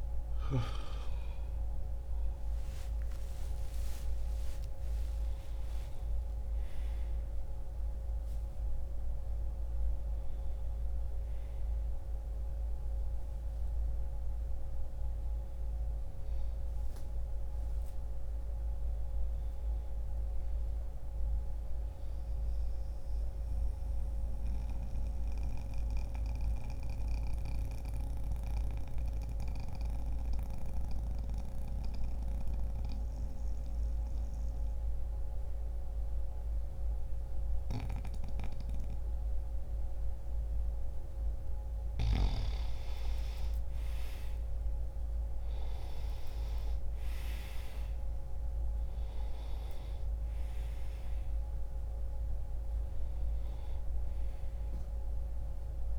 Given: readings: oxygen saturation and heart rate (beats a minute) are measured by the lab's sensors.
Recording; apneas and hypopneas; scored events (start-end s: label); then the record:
a person partly awake in a sleep study, hard to hear, by a room microphone; 1
15.00-17.00 s: oxygen desaturation (device-marked, oxygen 96% before, 93% lowest)
18.00-55.99 s: new sleep stage, N2 (light sleep)
21.50-40.50 s: mixed apnea (oxygen 96% before, 90% lowest)
42.50-46.00 s: arousal
43.00-55.99 s: oxygen desaturation (device-marked, oxygen 98% before, 90% lowest)
From the record:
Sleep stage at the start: awake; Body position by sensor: on the back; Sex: male